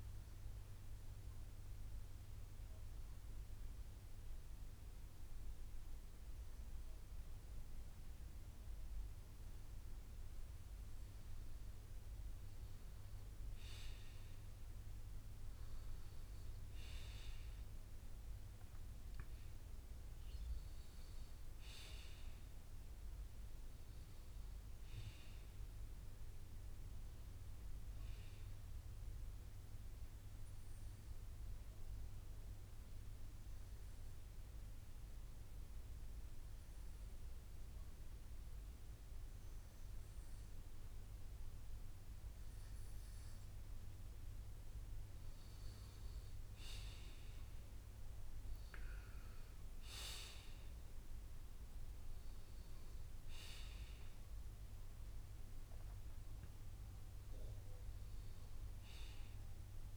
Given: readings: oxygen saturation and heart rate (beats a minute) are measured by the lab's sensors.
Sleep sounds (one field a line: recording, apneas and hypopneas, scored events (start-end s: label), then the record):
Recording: breathing in sleep by a room microphone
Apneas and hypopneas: 2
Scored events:
0.00-8.50 s: bradycardia (device-marked, heart rate 56 extreme)
0.50-11.50 s: hypopnea (oxygen 94% before, 93% lowest, heart rate 59 before, 56 extreme, up 7 after)
16.50-21.50 s: arousal
22.50-47.50 s: bradycardia (device-marked, heart rate 63 before, 52 extreme)
31.50-42.50 s: hypopnea (oxygen 94% before, 93% lowest, heart rate 61 before, 52 extreme, up 1 after)
51.50-56.50 s: arousal
58.50-59.97 s: bradycardia (device-marked, heart rate 63 before, 50 extreme)
From the record:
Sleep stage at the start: N2 (light sleep)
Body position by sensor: on the left side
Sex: male